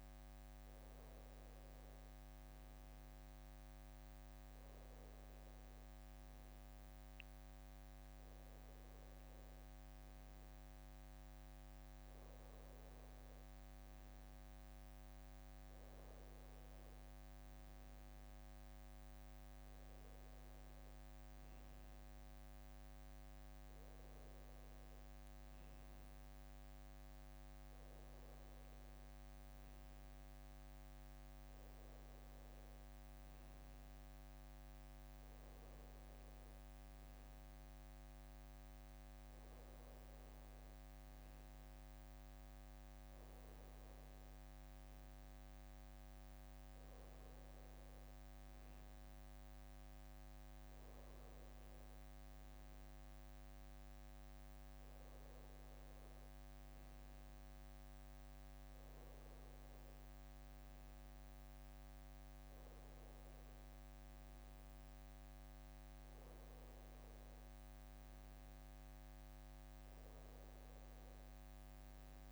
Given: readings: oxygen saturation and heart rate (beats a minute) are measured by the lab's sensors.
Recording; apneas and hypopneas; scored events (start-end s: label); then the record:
breathing in sleep, hard to hear, by a microphone on the trachea; none
none scored
From the record:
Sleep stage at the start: N1 (lightest sleep); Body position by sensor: on the back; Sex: male